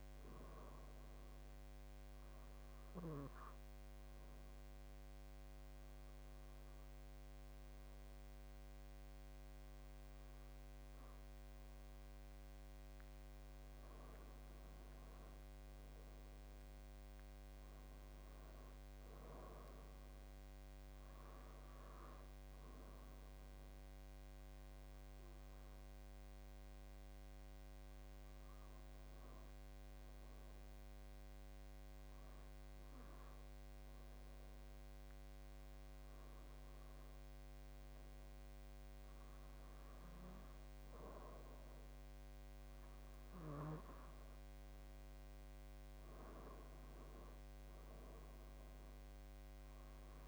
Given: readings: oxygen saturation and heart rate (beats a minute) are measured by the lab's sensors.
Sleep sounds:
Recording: breathing in sleep, hard to hear, by a microphone on the trachea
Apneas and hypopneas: 2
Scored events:
0.00-9.50 s: oxygen desaturation (device-marked, oxygen 91% lowest, heart rate 72 extreme)
1.50-12.50 s: obstructive apnea (oxygen 94% before, 89% lowest, heart rate 81 before, 72 extreme, up 5 after)
14.50-17.50 s: arousal
18.50-33.50 s: oxygen desaturation (device-marked, oxygen 93% before, 89% lowest, heart rate 82 before, 72 extreme)
23.50-39.50 s: obstructive apnea (oxygen 94% before, 89% lowest, heart rate 81 before, 77 extreme, up 7 after)
44.50-47.00 s: arousal
From the record:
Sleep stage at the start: N2 (light sleep)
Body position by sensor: on the back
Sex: male

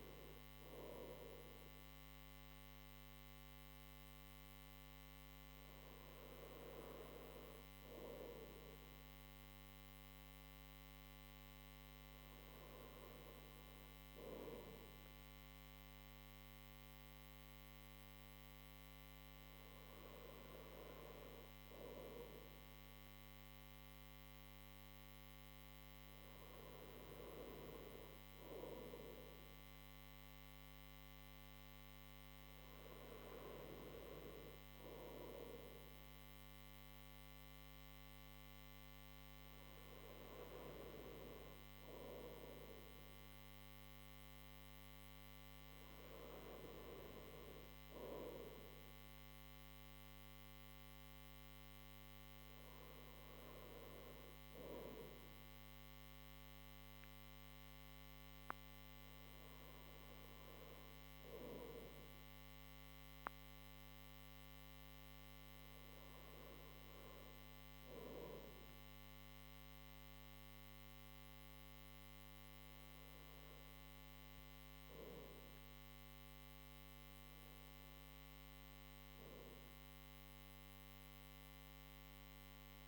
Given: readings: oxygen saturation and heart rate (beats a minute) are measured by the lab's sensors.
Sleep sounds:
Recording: breathing in sleep by a microphone on the trachea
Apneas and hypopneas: none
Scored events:
none scored
From the record:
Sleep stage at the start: N1 (lightest sleep)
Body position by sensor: on the right side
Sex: male

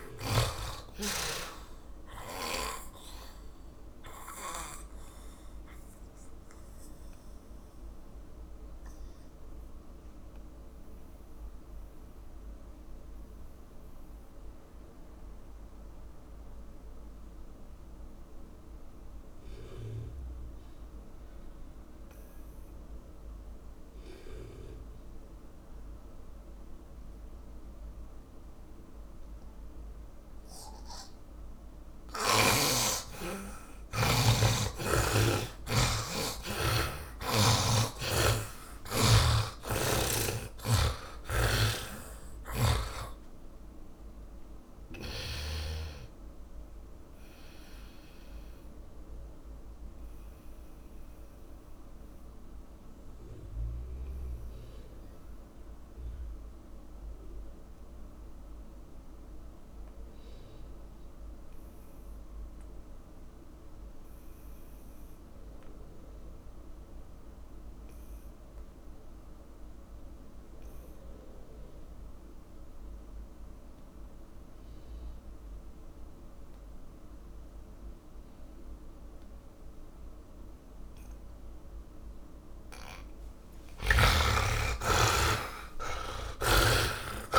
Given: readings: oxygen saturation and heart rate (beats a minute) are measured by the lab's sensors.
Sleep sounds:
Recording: breathing in sleep by a room microphone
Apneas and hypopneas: 2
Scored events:
0.00-23.00 s: oxygen desaturation (device-marked, oxygen 77% lowest)
6.00-32.50 s: mixed apnea (oxygen 100% before, 77% lowest)
31.00-65.00 s: oxygen desaturation (device-marked, oxygen 100% before, 78% lowest)
36.00-41.50 s: arousal
47.00-82.00 s: mixed apnea (oxygen 100% before, 74% lowest)
81.00-87.39 s: oxygen desaturation (device-marked, oxygen 99% before, 74% lowest)
84.00-87.39 s: arousal
From the record:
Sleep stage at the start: N2 (light sleep)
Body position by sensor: on the back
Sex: male

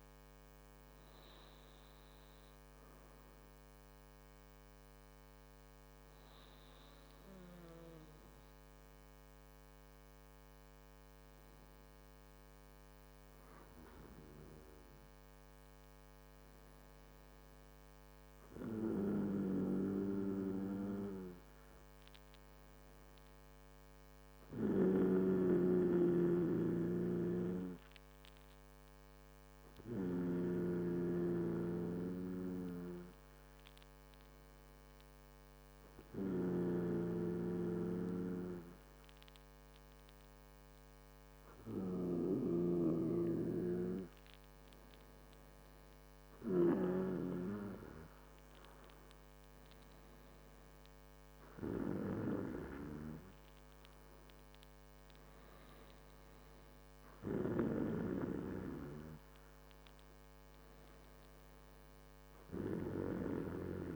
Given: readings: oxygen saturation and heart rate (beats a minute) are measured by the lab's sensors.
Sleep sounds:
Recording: breathing in sleep by a microphone on the trachea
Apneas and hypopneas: none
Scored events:
none scored
From the record:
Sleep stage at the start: N2 (light sleep)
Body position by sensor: on the back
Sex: male

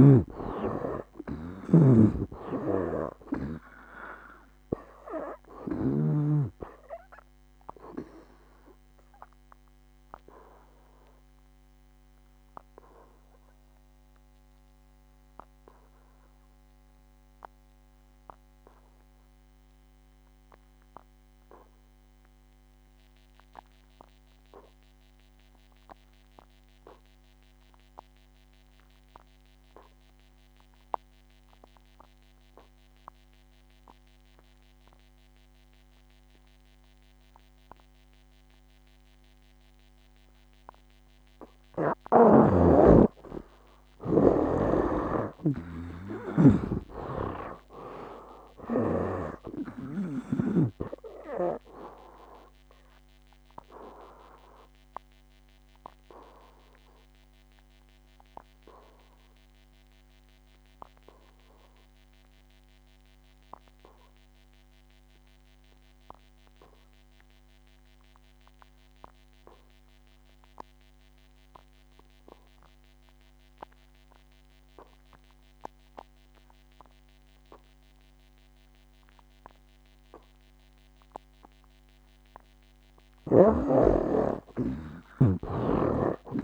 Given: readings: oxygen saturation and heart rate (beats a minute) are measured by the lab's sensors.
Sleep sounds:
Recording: breathing in sleep by a microphone on the trachea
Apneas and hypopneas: 2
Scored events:
0.00-3.00 s: arousal
0.00-4.50 s: oxygen desaturation (device-marked, oxygen 85% lowest, heart rate 55 extreme)
0.00-6.50 s: snoring (device-marked)
6.50-31.50 s: oxygen desaturation (device-marked, oxygen 94% before, 71% lowest, heart rate 64 before, 55 extreme)
10.00-42.00 s: obstructive apnea (oxygen 94% before, 66% lowest, heart rate 67 before, 55 extreme, up 16 after)
42.50-51.00 s: snoring (device-marked)
43.50-79.50 s: oxygen desaturation (device-marked, oxygen 94% before, 66% lowest, heart rate 60 before, 60 extreme)
45.50-49.50 s: arousal
54.00-82.00 s: obstructive apnea (oxygen 96% before, 66% lowest, heart rate 69 before, 60 extreme, up 17 after)
81.50-86.44 s: oxygen desaturation (device-marked, oxygen 93% before, 69% lowest, heart rate 62 before, 59 extreme)
From the record:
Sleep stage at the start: N2 (light sleep)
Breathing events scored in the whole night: 353 in 4.3 hours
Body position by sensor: on the back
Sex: male

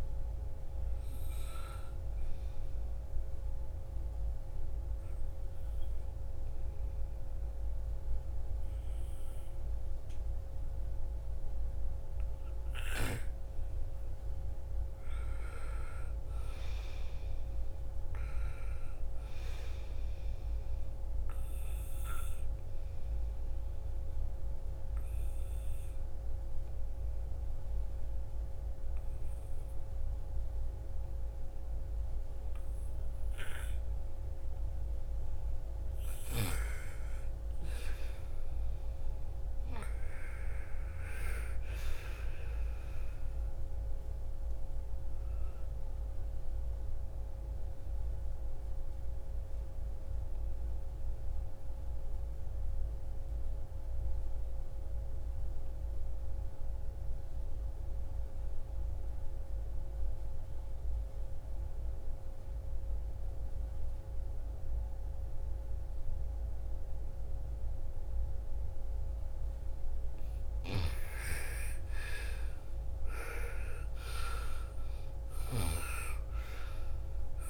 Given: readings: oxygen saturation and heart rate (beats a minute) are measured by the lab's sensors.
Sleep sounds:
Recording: breathing in sleep by a room microphone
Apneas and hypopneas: 3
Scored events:
0.00-10.50 s: oxygen desaturation (device-marked, oxygen 93% lowest, heart rate 55 extreme)
3.00-13.50 s: obstructive apnea (oxygen 98% before, 91% lowest, heart rate 57 before, 55 extreme, up 3 after)
14.50-18.50 s: arousal
20.50-31.50 s: oxygen desaturation (device-marked, oxygen 96% before, 91% lowest, heart rate 58 before, 55 extreme)
21.50-34.00 s: obstructive apnea (oxygen 98% before, 85% lowest, heart rate 58 before, 55 extreme, up 10 after)
38.00-42.00 s: arousal
39.50-62.50 s: oxygen desaturation (device-marked, oxygen 97% before, 91% lowest, heart rate 58 before, 50 extreme)
47.00-70.00 s: obstructive apnea (oxygen 97% before, 85% lowest, heart rate 59 before, 50 extreme, up 7 after)
70.50-77.50 s: oxygen desaturation (device-marked, oxygen 98% before, 85% lowest, heart rate 56 before, 54 extreme)
71.00-75.00 s: arousal
From the record:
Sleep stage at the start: N2 (light sleep)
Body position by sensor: on the right side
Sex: female

